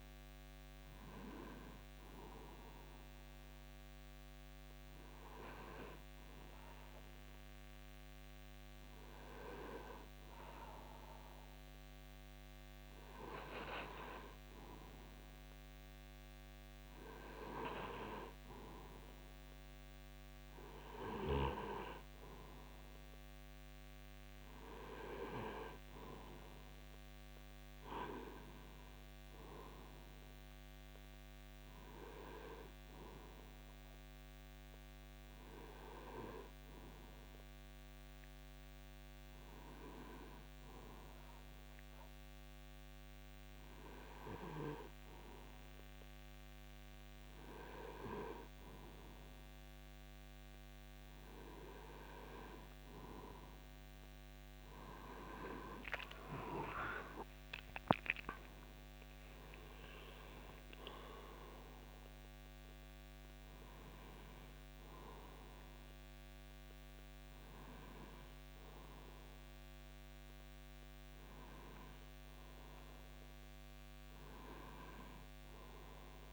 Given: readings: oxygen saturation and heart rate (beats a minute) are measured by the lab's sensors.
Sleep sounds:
breathing in sleep by a microphone on the trachea; 1
22.50-50.50 s: hypopnea (oxygen 97% before, 94% lowest)
51.50-76.33 s: new sleep stage, N1 (lightest sleep)
56.00-61.50 s: arousal
From the record:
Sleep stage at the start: N2 (light sleep); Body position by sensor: on the right side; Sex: male

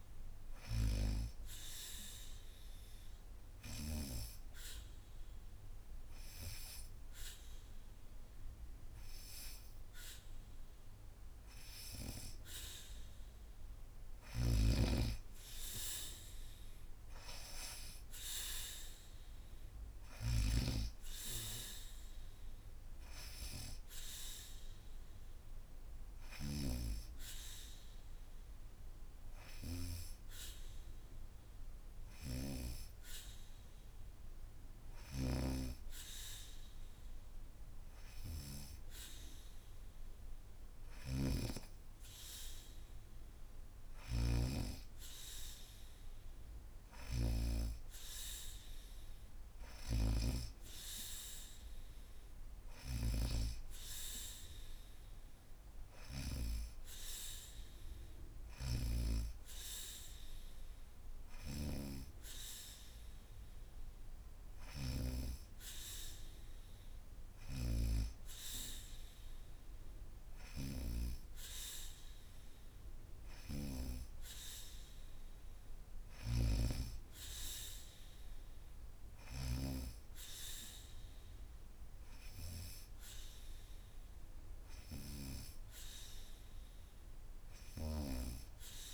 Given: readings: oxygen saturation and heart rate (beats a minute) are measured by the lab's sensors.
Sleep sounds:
breathing in sleep by a room microphone; 1
0.00-3.50 s: snoring (device-marked)
1.50-14.00 s: hypopnea (oxygen 95% before, 92% lowest, heart rate 76 before, 74 extreme, up 1 after)
13.50-26.00 s: snoring (device-marked)
15.50-18.50 s: arousal
16.00-30.00 s: oxygen desaturation (device-marked, oxygen 95% before, 92% lowest, heart rate 76 before, 74 extreme)
43.50-47.00 s: snoring (device-marked)
49.00-64.50 s: snoring (device-marked)
87.00-88.94 s: snoring (device-marked)
From the record:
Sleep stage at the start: N2 (light sleep); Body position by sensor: on the back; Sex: female

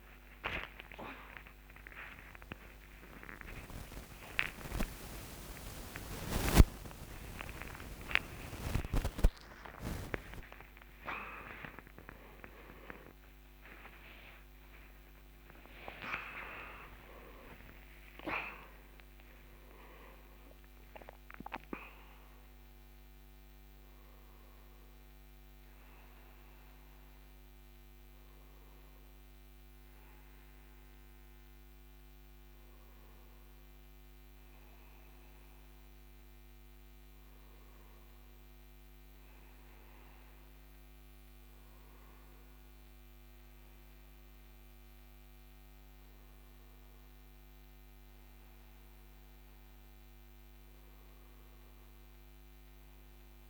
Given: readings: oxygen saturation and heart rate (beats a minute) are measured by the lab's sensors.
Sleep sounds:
a person awake in a sleep study, by a microphone on the trachea; none
12.50-18.50 s: oxygen desaturation (device-marked, oxygen 96% before, 93% lowest)
28.50-53.50 s: new sleep stage, N2 (light sleep)
From the record:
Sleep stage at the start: awake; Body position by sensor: on the front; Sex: male

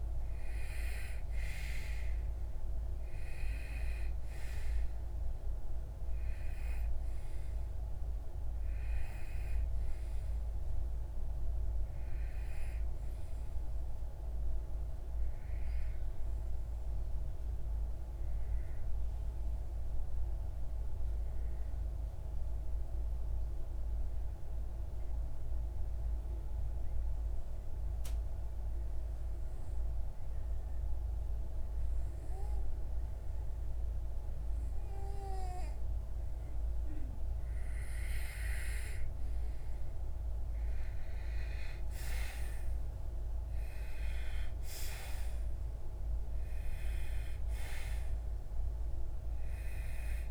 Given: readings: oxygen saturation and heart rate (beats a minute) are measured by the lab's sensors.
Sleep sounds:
breathing in sleep by a room microphone; 1
0.00-19.50 s: oxygen desaturation (device-marked, oxygen 92% lowest)
16.00-36.00 s: obstructive apnea (oxygen 96% before, 92% lowest)
37.50-50.31 s: oxygen desaturation (device-marked, oxygen 96% before, 92% lowest)
39.50-43.50 s: arousal
From the record:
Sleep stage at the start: N2 (light sleep); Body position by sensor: on the back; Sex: male

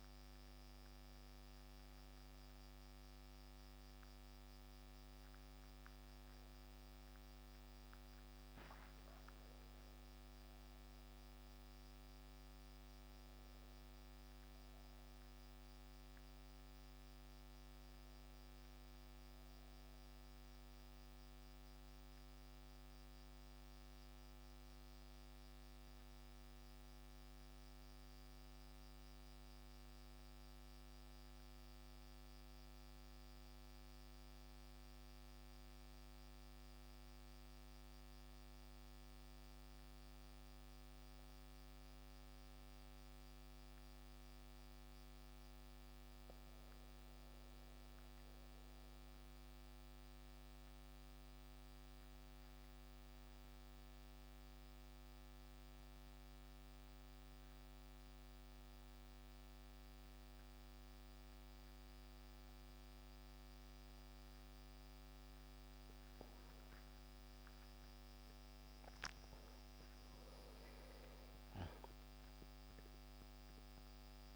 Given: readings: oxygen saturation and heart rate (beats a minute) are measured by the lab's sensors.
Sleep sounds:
breathing in sleep, hard to hear, by a microphone on the trachea; 2
0.00-11.50 s: oxygen desaturation (device-marked, oxygen 92% lowest, heart rate 42 extreme)
14.50-18.50 s: arousal
21.00-42.00 s: obstructive apnea (oxygen 95% before, 89% lowest, heart rate 44 before, 42 extreme, up 2 after)
44.00-47.50 s: arousal
50.50-67.50 s: oxygen desaturation (device-marked, oxygen 95% before, 92% lowest, heart rate 44 before, 28 extreme)
51.00-65.50 s: obstructive apnea (oxygen 96% before, 89% lowest, heart rate 44 before, 28 extreme, up 3 after)
67.00-72.50 s: arousal
From the record:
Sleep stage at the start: N2 (light sleep); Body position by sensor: on the back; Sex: male

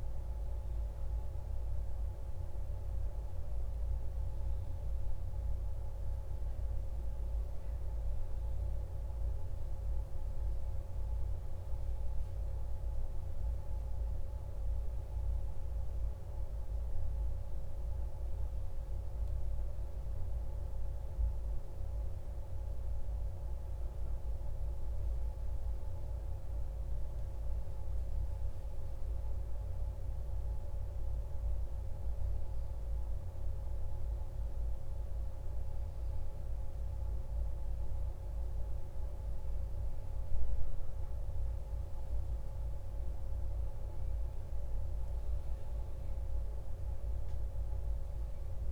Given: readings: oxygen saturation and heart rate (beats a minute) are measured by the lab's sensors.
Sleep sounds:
breathing in sleep, hard to hear, by a room microphone; none
none scored
From the record:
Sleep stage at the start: N1 (lightest sleep); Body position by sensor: on the back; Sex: male

